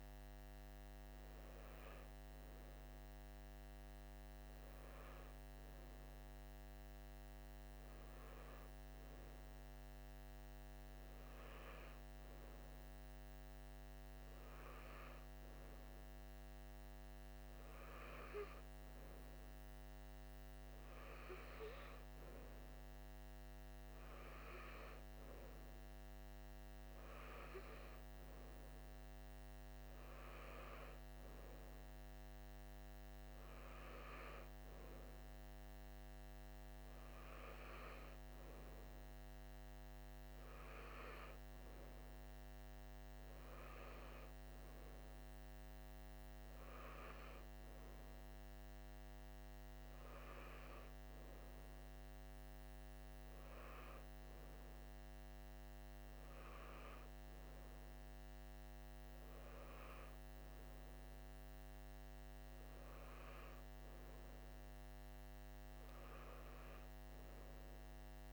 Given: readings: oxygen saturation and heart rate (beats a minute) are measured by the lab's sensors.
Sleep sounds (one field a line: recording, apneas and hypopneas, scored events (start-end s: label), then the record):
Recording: breathing in sleep, hard to hear, by a microphone on the trachea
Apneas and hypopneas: none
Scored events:
none scored
From the record:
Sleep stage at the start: N3 (deep sleep)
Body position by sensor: on the right side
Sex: male